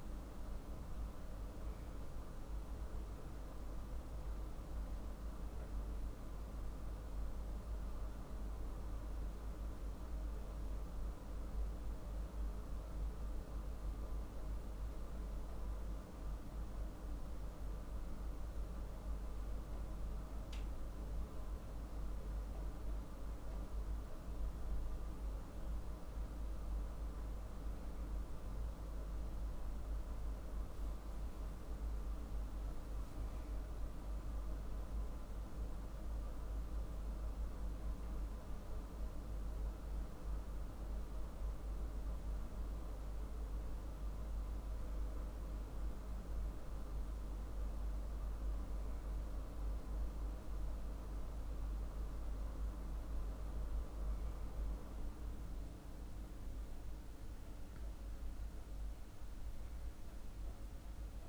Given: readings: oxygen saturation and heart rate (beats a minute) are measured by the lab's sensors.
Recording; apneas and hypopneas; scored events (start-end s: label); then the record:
breathing in sleep, hard to hear, by a room microphone; none
none scored
From the record:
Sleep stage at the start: N2 (light sleep); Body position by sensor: on the back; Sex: male